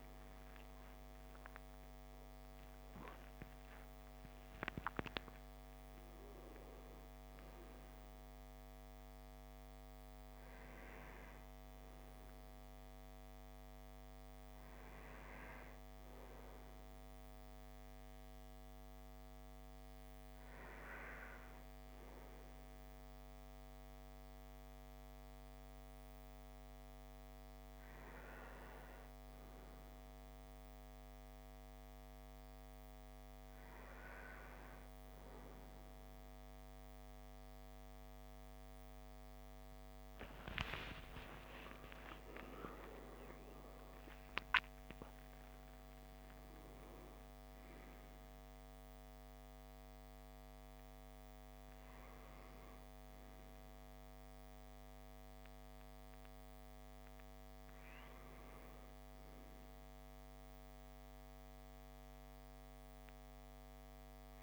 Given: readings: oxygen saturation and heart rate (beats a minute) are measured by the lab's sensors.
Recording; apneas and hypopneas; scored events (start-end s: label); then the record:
breathing in sleep by a microphone on the trachea; none
1.50-5.00 s: arousal
40.00-43.50 s: arousal
From the record:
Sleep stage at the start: N1 (lightest sleep); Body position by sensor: on the back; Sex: male